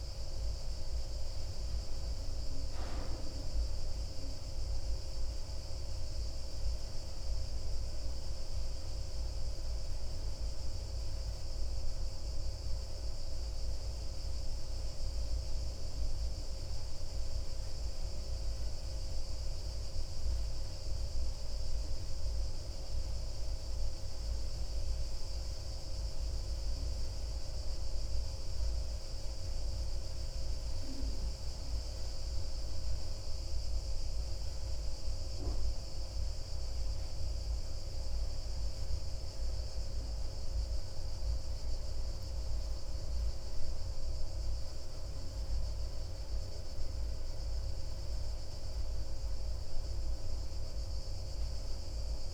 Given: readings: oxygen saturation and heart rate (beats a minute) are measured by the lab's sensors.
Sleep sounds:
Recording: breathing in sleep, hard to hear, by a room microphone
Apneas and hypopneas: none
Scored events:
none scored
From the record:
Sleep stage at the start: N1 (lightest sleep)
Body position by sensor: on the back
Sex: male

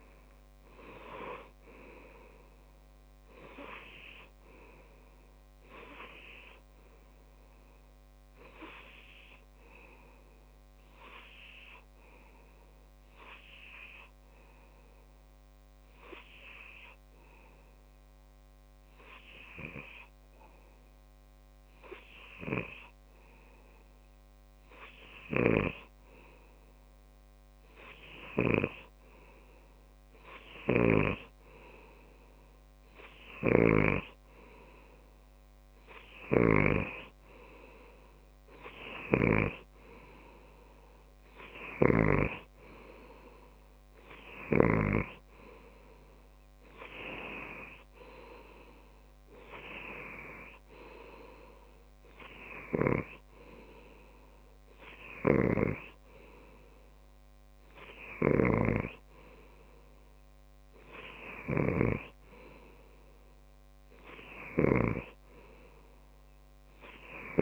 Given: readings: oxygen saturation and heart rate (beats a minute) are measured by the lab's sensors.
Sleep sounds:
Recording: breathing in sleep by a microphone on the trachea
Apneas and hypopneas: 1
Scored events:
6.00-25.50 s: obstructive apnea (oxygen 95% before, 93% lowest)
27.00-29.50 s: arousal
39.00-51.00 s: oxygen desaturation (device-marked, oxygen 97% before, 93% lowest)
55.50-59.00 s: snoring (device-marked)
From the record:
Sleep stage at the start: N2 (light sleep)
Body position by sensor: on the left side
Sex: male

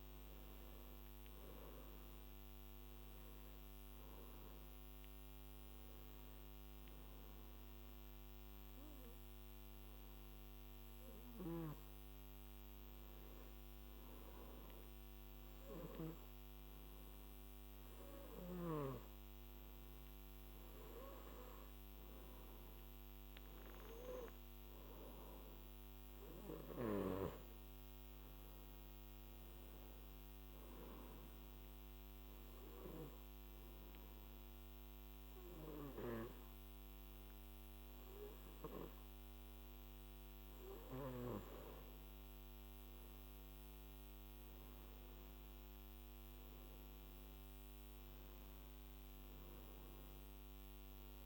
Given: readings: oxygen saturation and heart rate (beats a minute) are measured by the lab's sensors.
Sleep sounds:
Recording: breathing in sleep by a microphone on the trachea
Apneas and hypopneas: 2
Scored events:
0.00-2.50 s: arousal
9.00-21.50 s: hypopnea (oxygen 96% before, 93% lowest, heart rate 65 before, 53 extreme, up 4 after)
23.00-26.50 s: arousal
32.00-43.00 s: obstructive apnea (oxygen 95% before, 93% lowest, heart rate 60 before, 53 extreme, up 14 after)
From the record:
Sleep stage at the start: N2 (light sleep)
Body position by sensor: on the back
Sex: male

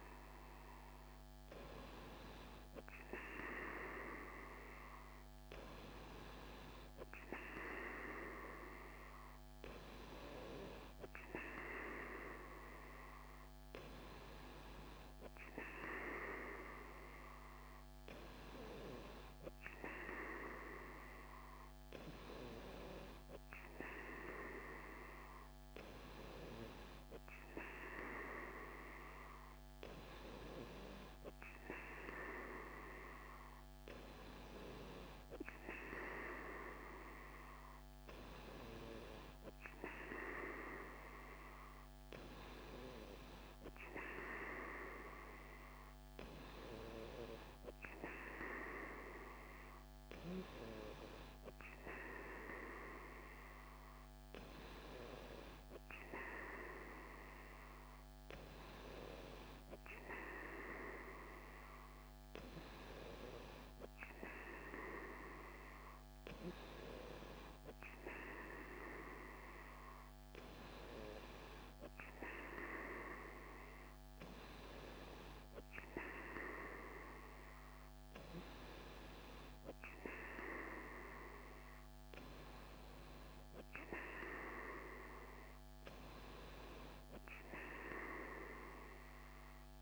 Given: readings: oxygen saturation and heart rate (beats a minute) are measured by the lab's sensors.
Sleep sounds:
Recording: breathing in sleep by a microphone on the trachea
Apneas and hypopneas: none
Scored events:
none scored
From the record:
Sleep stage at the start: N3 (deep sleep)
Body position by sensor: on the right side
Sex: female

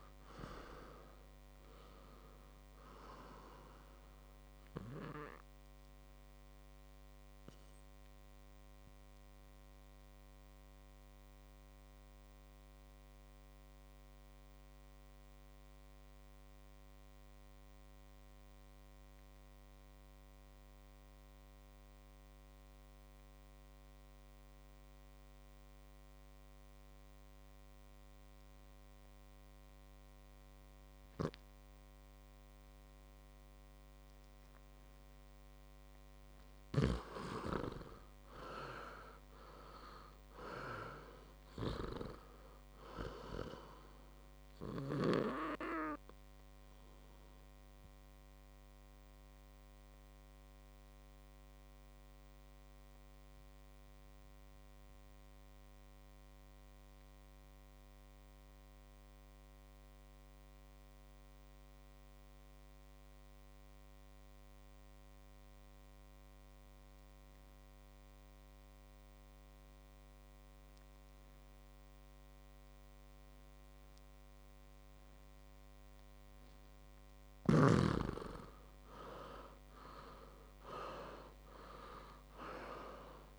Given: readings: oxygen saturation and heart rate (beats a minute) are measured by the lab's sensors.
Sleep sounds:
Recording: breathing in sleep by a microphone on the trachea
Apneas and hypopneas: 2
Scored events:
0.00-19.50 s: oxygen desaturation (device-marked, oxygen 89% lowest, heart rate 58 extreme)
5.50-35.00 s: obstructive apnea (oxygen 99% before, 89% lowest, heart rate 63 before, 56 extreme, up 10 after)
31.50-60.50 s: oxygen desaturation (device-marked, oxygen 99% before, 89% lowest, heart rate 60 before, 56 extreme)
37.50-40.50 s: arousal
47.50-76.00 s: obstructive apnea (oxygen 100% before, 88% lowest, heart rate 65 before, 56 extreme, up 8 after)
74.50-83.39 s: oxygen desaturation (device-marked, oxygen 99% before, 88% lowest, heart rate 59 before, 56 extreme)
80.00-83.39 s: arousal
From the record:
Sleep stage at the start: N2 (light sleep)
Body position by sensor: on the back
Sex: male

